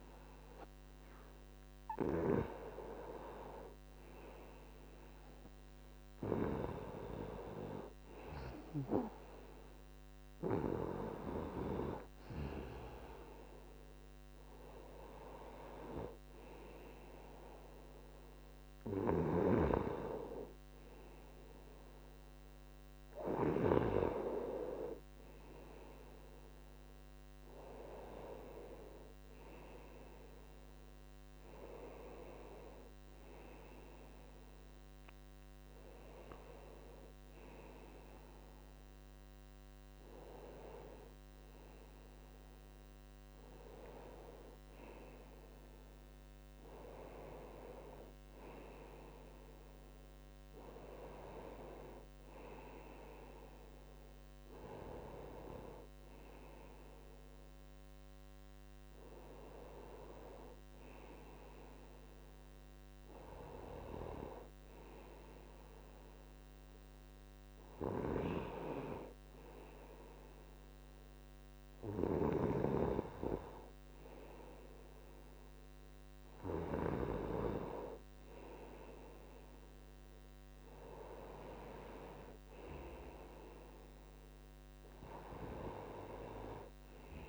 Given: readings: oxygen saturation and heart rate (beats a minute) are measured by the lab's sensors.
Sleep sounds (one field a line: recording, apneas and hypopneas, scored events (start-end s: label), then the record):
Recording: breathing in sleep by a microphone on the trachea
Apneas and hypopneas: none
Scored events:
38.50-43.50 s: arousal
From the record:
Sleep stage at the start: N2 (light sleep)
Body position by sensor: on the right side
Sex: male